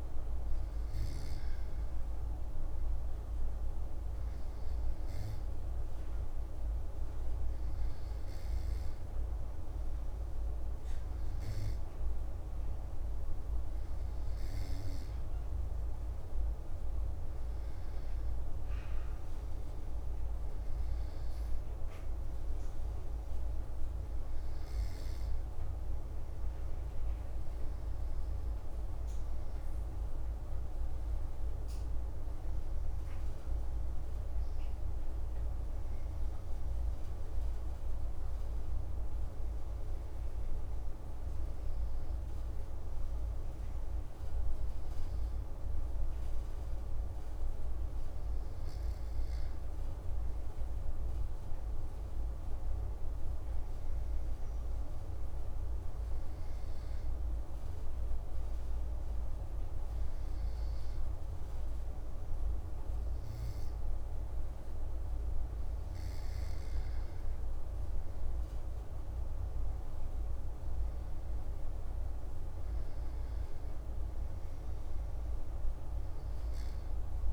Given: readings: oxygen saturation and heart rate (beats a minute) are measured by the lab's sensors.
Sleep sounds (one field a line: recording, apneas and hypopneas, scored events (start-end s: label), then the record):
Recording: breathing in sleep, hard to hear, by a room microphone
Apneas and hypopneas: none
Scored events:
71.00-75.50 s: arousal
From the record:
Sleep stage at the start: N2 (light sleep)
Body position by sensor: on the back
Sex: male